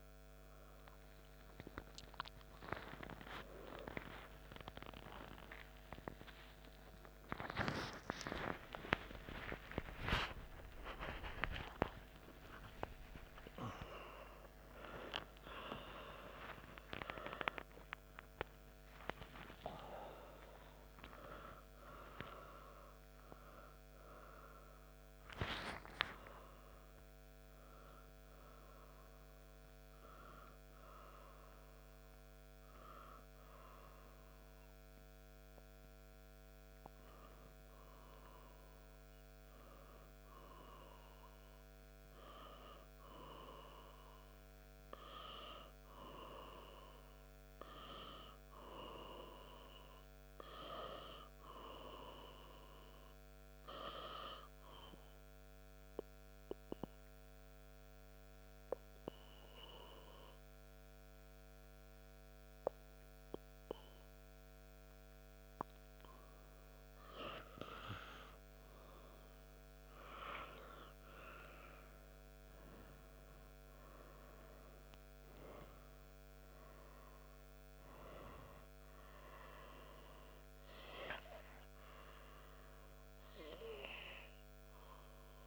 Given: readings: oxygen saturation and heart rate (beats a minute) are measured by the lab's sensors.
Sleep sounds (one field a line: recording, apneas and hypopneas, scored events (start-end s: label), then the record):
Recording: a person partly awake in a sleep study, by a microphone on the trachea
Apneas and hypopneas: 1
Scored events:
30.00-85.46 s: new sleep stage, N2 (light sleep)
53.00-64.00 s: oxygen desaturation (device-marked, oxygen 100% before, 96% lowest, heart rate 69 before, 63 extreme)
55.50-67.50 s: obstructive apnea (oxygen 100% before, 93% lowest, heart rate 69 before, 63 extreme, up 2 after)
69.00-73.50 s: arousal
77.00-85.46 s: oxygen desaturation (device-marked, oxygen 97% before, 93% lowest, heart rate 66 before, 62 extreme)
From the record:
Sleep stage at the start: awake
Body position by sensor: on the back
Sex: male